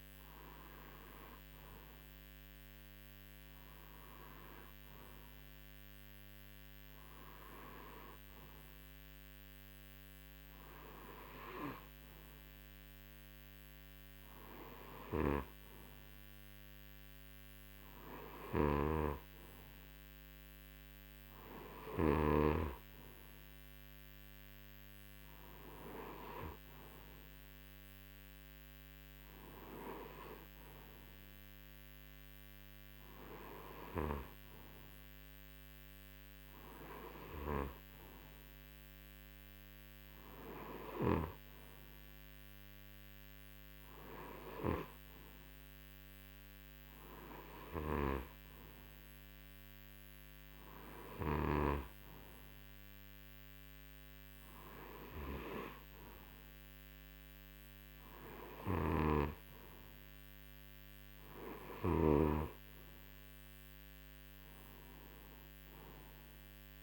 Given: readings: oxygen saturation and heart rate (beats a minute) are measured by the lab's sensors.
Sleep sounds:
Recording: breathing in sleep by a microphone on the trachea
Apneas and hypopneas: none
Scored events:
18.00-22.00 s: snoring (device-marked)
47.50-51.50 s: snoring (device-marked)
58.50-62.00 s: snoring (device-marked)
From the record:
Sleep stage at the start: N2 (light sleep)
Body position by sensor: on the right side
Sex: male

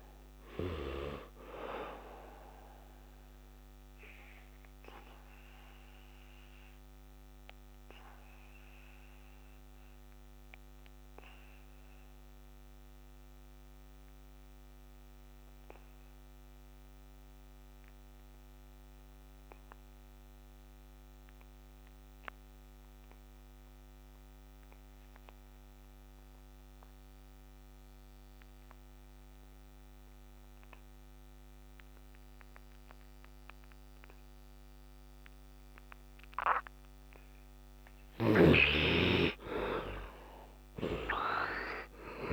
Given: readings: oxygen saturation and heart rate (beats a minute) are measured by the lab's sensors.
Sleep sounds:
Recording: breathing in sleep by a microphone on the trachea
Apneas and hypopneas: 1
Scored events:
0.00-20.50 s: oxygen desaturation (device-marked, oxygen 68% lowest, heart rate 58 extreme)
2.00-37.50 s: obstructive apnea (oxygen 99% before, 67% lowest, heart rate 78 before, 58 extreme, up 20 after)
4.50-10.50 s: bradycardia (device-marked, heart rate 77 before, 58 extreme)
22.50-42.33 s: oxygen desaturation (device-marked, oxygen 100% before, 67% lowest, heart rate 65 before, 65 extreme)
From the record:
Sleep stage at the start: N2 (light sleep)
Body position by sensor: on the back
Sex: male

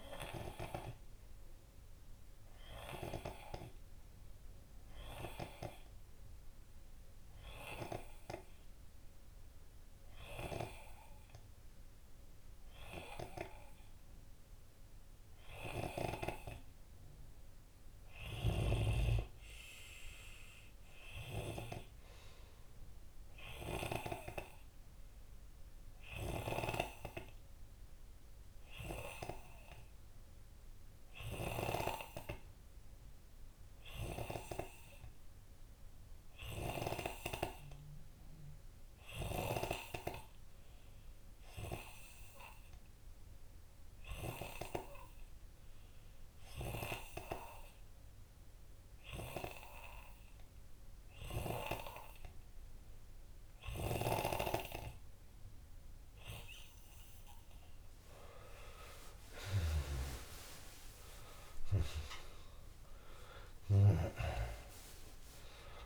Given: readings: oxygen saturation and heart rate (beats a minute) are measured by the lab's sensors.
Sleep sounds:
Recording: breathing in sleep by a room microphone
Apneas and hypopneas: 2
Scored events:
6.00-17.50 s: hypopnea (oxygen 98% before, 92% lowest)
19.50-22.50 s: arousal
27.50-54.50 s: obstructive apnea (oxygen 95% before, 92% lowest)
62.00-65.85 s: arousal
From the record:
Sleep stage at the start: N2 (light sleep)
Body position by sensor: on the left side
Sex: male

